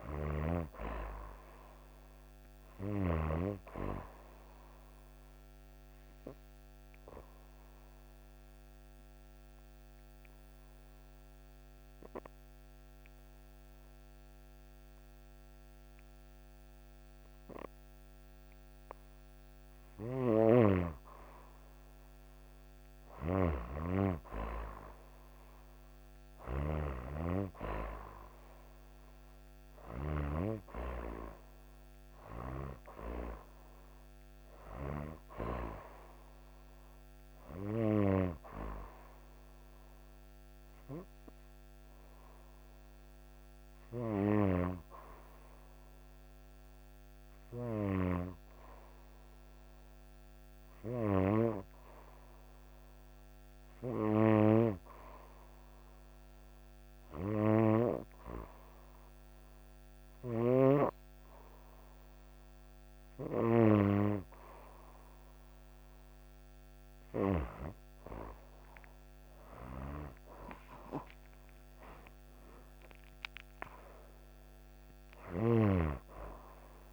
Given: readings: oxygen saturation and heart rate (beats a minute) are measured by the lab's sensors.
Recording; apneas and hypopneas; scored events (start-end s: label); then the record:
breathing in sleep by a microphone on the trachea; 2
0.00-9.00 s: oxygen desaturation (device-marked, oxygen 93% lowest)
4.00-18.00 s: obstructive apnea (oxygen 98% before, 92% lowest)
20.00-26.50 s: snoring (device-marked)
20.50-24.00 s: arousal
40.50-61.00 s: hypopnea (oxygen 97% before, 92% lowest)
69.50-73.50 s: arousal
From the record:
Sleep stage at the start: N2 (light sleep); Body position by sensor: on the right side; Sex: female